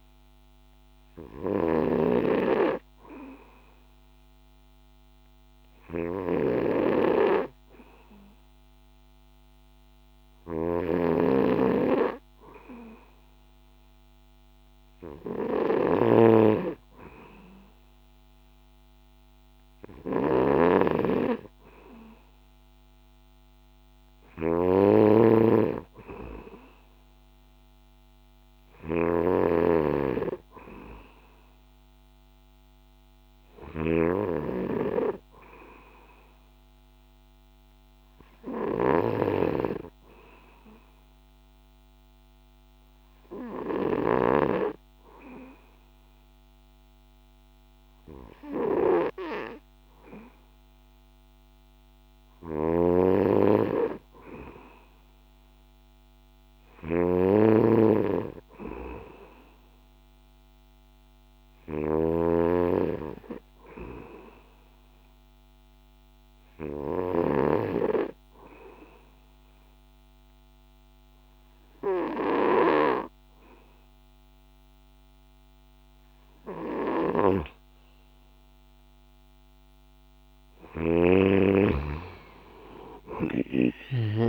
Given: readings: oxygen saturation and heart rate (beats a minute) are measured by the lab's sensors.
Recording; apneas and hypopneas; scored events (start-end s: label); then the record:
breathing in sleep by a microphone on the trachea; 3
0.00-12.00 s: oxygen desaturation (device-marked, oxygen 92% lowest, heart rate 63 extreme)
0.00-44.00 s: snoring (device-marked)
1.50-15.50 s: hypopnea (oxygen 96% before, 92% lowest, heart rate 65 before, 63 extreme, up 1 after)
18.00-21.50 s: arousal
40.50-52.00 s: hypopnea (oxygen 96% before, 94% lowest, heart rate 65 before, 63 extreme, up 0 after)
52.50-67.50 s: snoring (device-marked)
54.00-57.00 s: arousal
66.00-76.00 s: hypopnea (oxygen 97% before, 88% lowest, heart rate 64 before, 62 extreme, up 2 after)
77.00-81.00 s: snoring (device-marked)
80.00-83.50 s: arousal
From the record:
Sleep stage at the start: N2 (light sleep); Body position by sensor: on the back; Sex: male